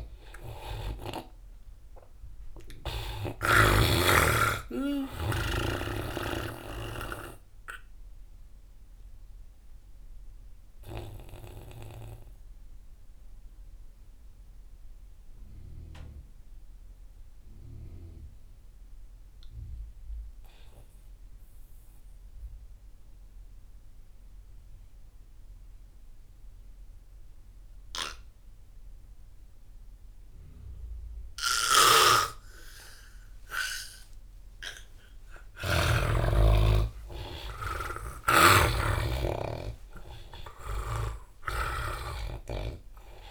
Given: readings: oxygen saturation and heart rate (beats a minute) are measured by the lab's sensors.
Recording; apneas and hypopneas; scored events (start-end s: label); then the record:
breathing in sleep by a room microphone; 1
0.00-3.50 s: snoring (device-marked)
0.00-22.00 s: oxygen desaturation (device-marked, oxygen 85% lowest)
7.00-34.00 s: obstructive apnea (oxygen 99% before, 81% lowest)
32.00-36.50 s: snoring (device-marked)
35.00-39.50 s: arousal
35.00-43.31 s: oxygen desaturation (device-marked, oxygen 99% before, 83% lowest)
38.50-43.31 s: snoring (device-marked)
From the record:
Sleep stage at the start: N2 (light sleep); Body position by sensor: on the back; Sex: male